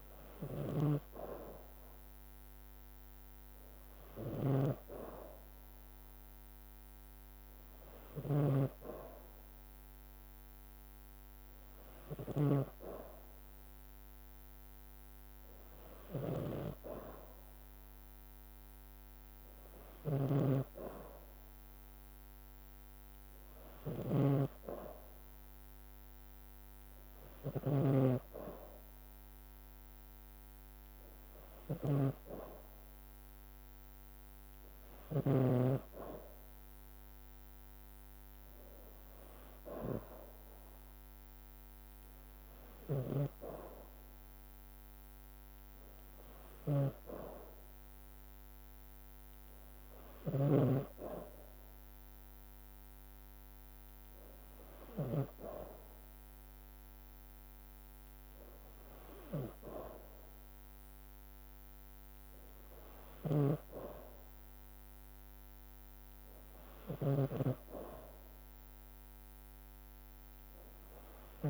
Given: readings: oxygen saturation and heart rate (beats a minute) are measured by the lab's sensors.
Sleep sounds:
breathing in sleep by a microphone on the trachea; none
0.50-35.50 s: snoring (device-marked)
43.00-55.50 s: snoring (device-marked)
63.00-71.50 s: snoring (device-marked)
From the record:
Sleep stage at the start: N2 (light sleep); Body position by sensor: on the back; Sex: female

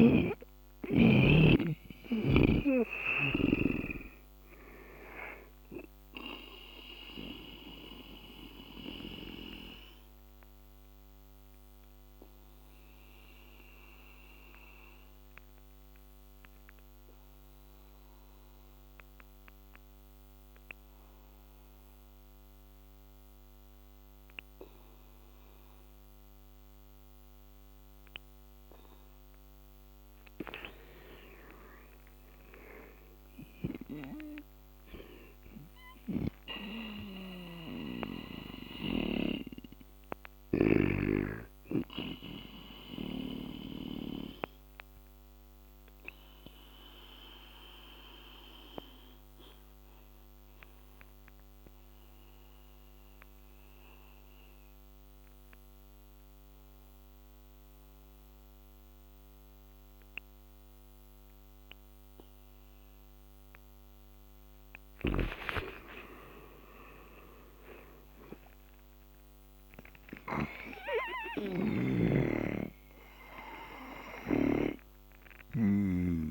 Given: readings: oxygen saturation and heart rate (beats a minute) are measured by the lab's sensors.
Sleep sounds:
breathing in sleep by a microphone on the trachea; 2
0.00-24.50 s: oxygen desaturation (device-marked, oxygen 76% lowest, heart rate 70 extreme)
7.00-29.00 s: obstructive apnea (oxygen 100% before, 76% lowest, heart rate 81 before, 70 extreme, up 10 after)
30.50-34.00 s: arousal
32.50-57.50 s: oxygen desaturation (device-marked, oxygen 100% before, 83% lowest, heart rate 74 before, 72 extreme)
40.50-44.00 s: snoring (device-marked)
42.00-63.00 s: obstructive apnea (oxygen 100% before, 83% lowest, heart rate 76 before, 72 extreme, up 10 after)
65.00-70.50 s: arousal
71.00-75.50 s: snoring (device-marked)
71.50-76.31 s: oxygen desaturation (device-marked, oxygen 99% before, 85% lowest, heart rate 76 before, 68 extreme)
From the record:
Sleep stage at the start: N2 (light sleep); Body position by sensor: on the back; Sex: male

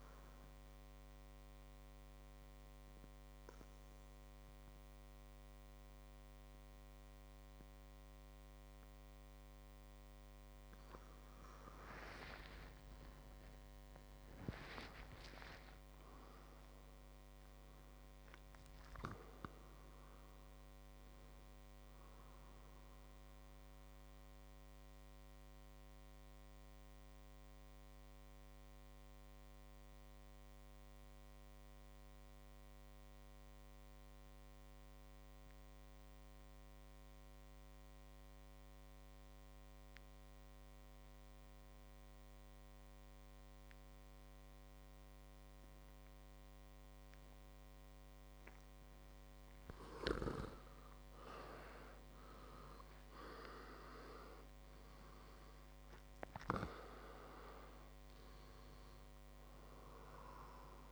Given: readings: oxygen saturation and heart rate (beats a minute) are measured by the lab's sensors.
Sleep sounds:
breathing in sleep by a microphone on the trachea; 2
0.00-17.50 s: oxygen desaturation (device-marked, oxygen 87% lowest, heart rate 53 extreme)
0.50-12.00 s: obstructive apnea (oxygen 100% before, 87% lowest, heart rate 64 before, 53 extreme, up 40 after)
13.00-18.00 s: arousal
22.50-49.00 s: mixed apnea (oxygen 100% before, 87% lowest, heart rate 73 before, 53 extreme, up 23 after)
42.50-60.92 s: oxygen desaturation (device-marked, oxygen 99% before, 87% lowest, heart rate 57 before, 58 extreme)
50.50-54.00 s: arousal
From the record:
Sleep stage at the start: N2 (light sleep); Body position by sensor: on the back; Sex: male

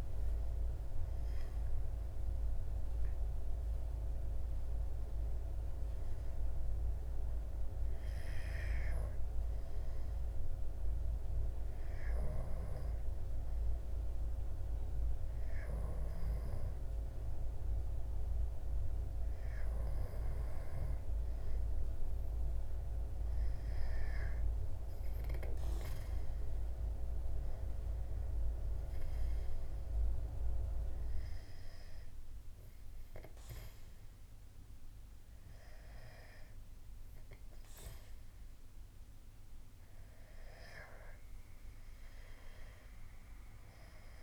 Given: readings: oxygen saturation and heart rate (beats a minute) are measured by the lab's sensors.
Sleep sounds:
breathing in sleep by a room microphone; 1
1.00-4.50 s: arousal
11.00-23.50 s: hypopnea (oxygen 96% before, 94% lowest, heart rate 77 before, 68 extreme, up 8 after)
26.50-30.50 s: arousal
From the record:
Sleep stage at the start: N2 (light sleep); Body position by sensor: on the back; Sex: male

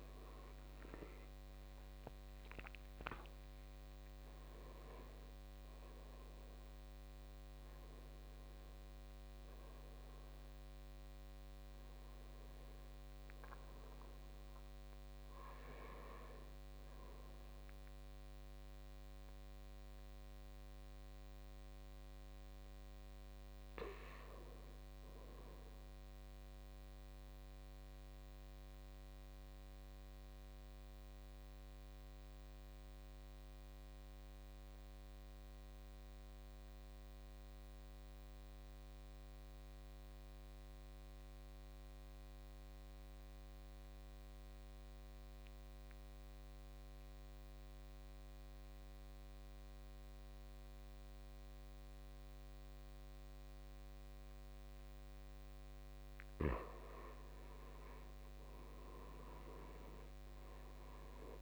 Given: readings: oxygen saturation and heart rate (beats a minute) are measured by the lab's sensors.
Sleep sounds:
breathing in sleep by a microphone on the trachea; 1
0.00-27.50 s: oxygen desaturation (device-marked, oxygen 76% lowest, heart rate 52 extreme)
26.50-56.00 s: obstructive apnea (oxygen 98% before, 80% lowest, heart rate 59 before, 52 extreme, up 11 after)
52.50-61.42 s: oxygen desaturation (device-marked, oxygen 99% before, 80% lowest, heart rate 55 before, 52 extreme)
58.00-61.42 s: arousal
From the record:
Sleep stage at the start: N2 (light sleep); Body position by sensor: on the back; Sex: male

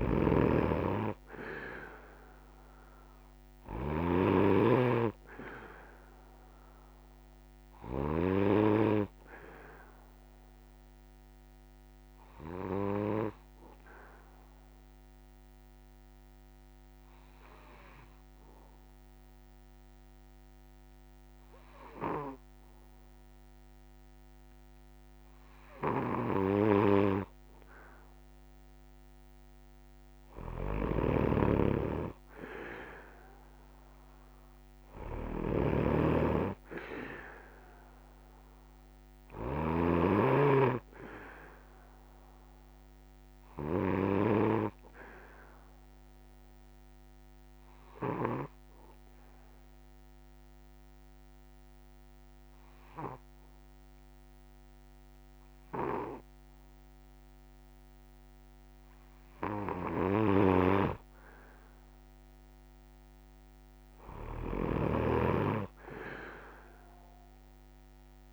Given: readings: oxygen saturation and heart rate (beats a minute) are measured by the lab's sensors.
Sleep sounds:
breathing in sleep by a microphone on the trachea; 2
0.00-8.00 s: snoring (device-marked)
2.50-24.50 s: oxygen desaturation (device-marked, oxygen 96% before, 92% lowest, heart rate 99 before, 110 extreme)
9.00-25.00 s: hypopnea (oxygen 96% before, 91% lowest, heart rate 97 before, 110 extreme, up 46 after)
25.50-48.00 s: snoring (device-marked)
36.50-58.50 s: oxygen desaturation (device-marked, oxygen 97% before, 91% lowest, heart rate 134 before, 68 extreme)
47.50-60.00 s: obstructive apnea (oxygen 97% before, 91% lowest, heart rate 139 before, 68 extreme, up 51 after)
60.00-68.33 s: snoring (device-marked)
From the record:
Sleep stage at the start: N1 (lightest sleep); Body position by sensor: on the back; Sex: male

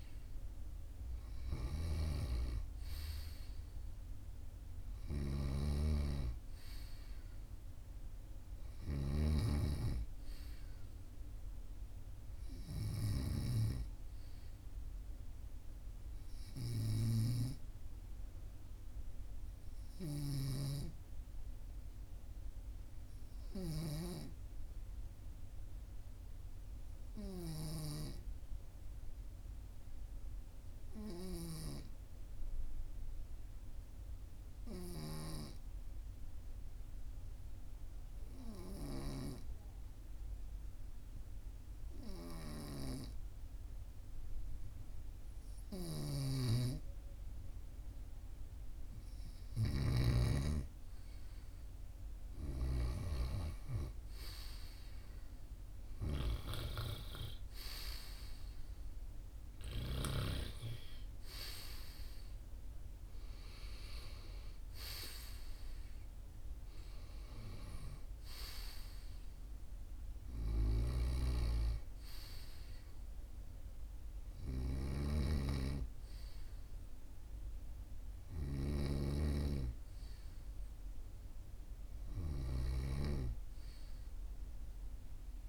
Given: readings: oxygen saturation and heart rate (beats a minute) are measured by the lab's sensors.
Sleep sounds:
breathing in sleep by a room microphone; 1
1.50-9.50 s: snoring (device-marked)
13.00-16.50 s: arousal
19.50-49.50 s: obstructive apnea (oxygen 97% before, 94% lowest, heart rate 45 before, 41 extreme, up 3 after)
46.00-50.00 s: snoring (device-marked)
52.00-56.00 s: arousal
75.00-83.00 s: snoring (device-marked)
From the record:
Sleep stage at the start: N2 (light sleep); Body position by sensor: on the right side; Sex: male

